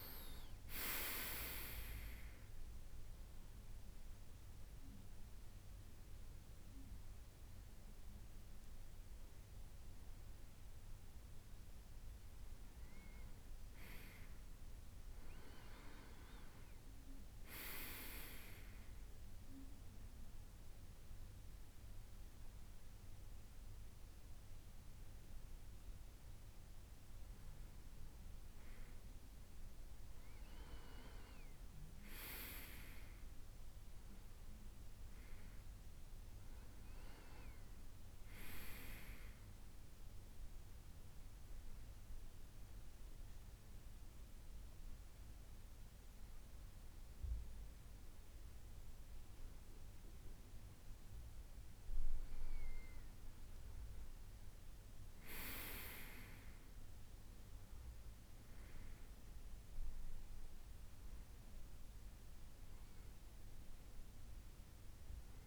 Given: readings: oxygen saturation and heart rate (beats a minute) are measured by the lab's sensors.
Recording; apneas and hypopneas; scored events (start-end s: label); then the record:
breathing in sleep by a room microphone; none
60.00-65.47 s: oxygen desaturation (device-marked, oxygen 96% before, 93% lowest, heart rate 79 before, 78 extreme)
From the record:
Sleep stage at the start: N2 (light sleep); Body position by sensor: on the back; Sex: male